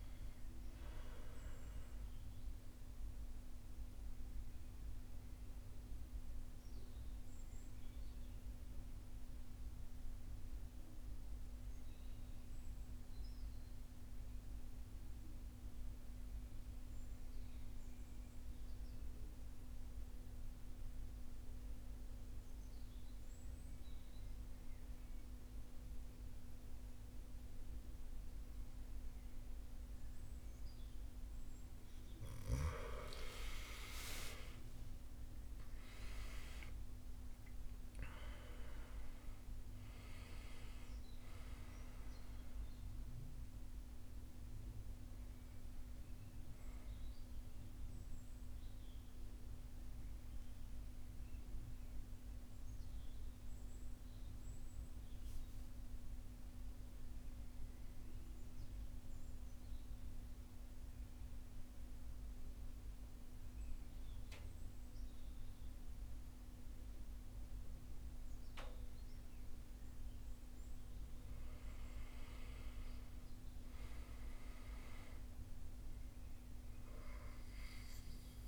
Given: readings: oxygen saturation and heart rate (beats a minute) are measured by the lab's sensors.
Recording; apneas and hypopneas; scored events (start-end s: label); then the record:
breathing in sleep, hard to hear, by a room microphone; 2
0.00-21.00 s: oxygen desaturation (device-marked, oxygen 81% lowest, heart rate 48 extreme)
2.50-32.00 s: central apnea (oxygen 99% before, 81% lowest, heart rate 66 before, 48 extreme, up 17 after)
33.00-37.00 s: arousal
33.00-61.00 s: oxygen desaturation (device-marked, oxygen 99% before, 85% lowest, heart rate 54 before, 50 extreme)
47.00-69.00 s: central apnea (oxygen 99% before, 82% lowest, heart rate 61 before, 50 extreme, up 8 after)
71.00-74.00 s: arousal
77.00-78.48 s: oxygen desaturation (device-marked, oxygen 99% before, 88% lowest, heart rate 54 before, 54 extreme)
From the record:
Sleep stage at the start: N2 (light sleep); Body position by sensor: on the right side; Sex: male